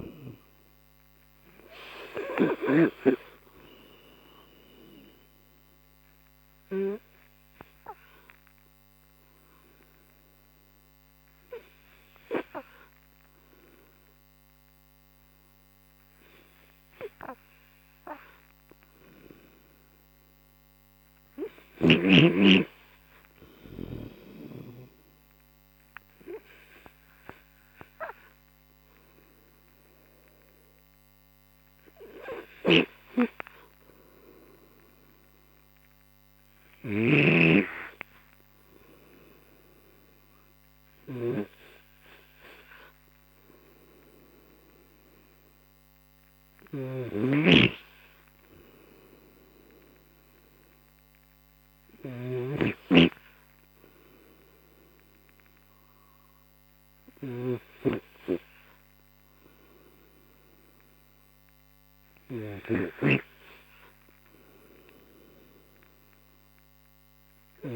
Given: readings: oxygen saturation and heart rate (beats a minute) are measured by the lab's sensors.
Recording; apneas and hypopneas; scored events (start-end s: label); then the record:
breathing in sleep by a microphone on the trachea; 1
0.00-3.00 s: snoring (device-marked)
5.50-18.50 s: obstructive apnea (oxygen 93% before, 90% lowest, heart rate 63 before, 54 extreme, up 30 after)
21.50-25.00 s: arousal
47.00-53.00 s: snoring (device-marked)
From the record:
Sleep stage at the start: N3 (deep sleep); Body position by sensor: on the right side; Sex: male